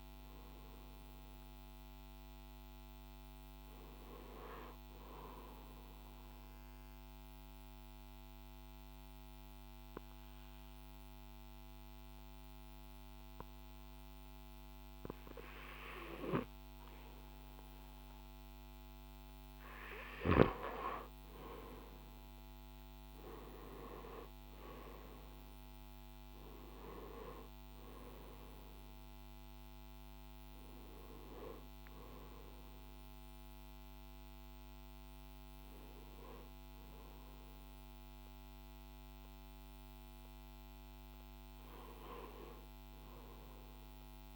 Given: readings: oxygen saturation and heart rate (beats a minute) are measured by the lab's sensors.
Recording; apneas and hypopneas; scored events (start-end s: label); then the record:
breathing in sleep by a microphone on the trachea; 1
0.00-15.00 s: oxygen desaturation (device-marked, oxygen 89% lowest, heart rate 58 extreme)
5.00-18.50 s: obstructive apnea (oxygen 97% before, 89% lowest, heart rate 61 before, 58 extreme, up 7 after)
20.50-23.00 s: arousal
26.00-44.36 s: oxygen desaturation (device-marked, oxygen 96% before, 89% lowest, heart rate 60 before, 58 extreme)
From the record:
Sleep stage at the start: N2 (light sleep); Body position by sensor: on the left side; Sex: male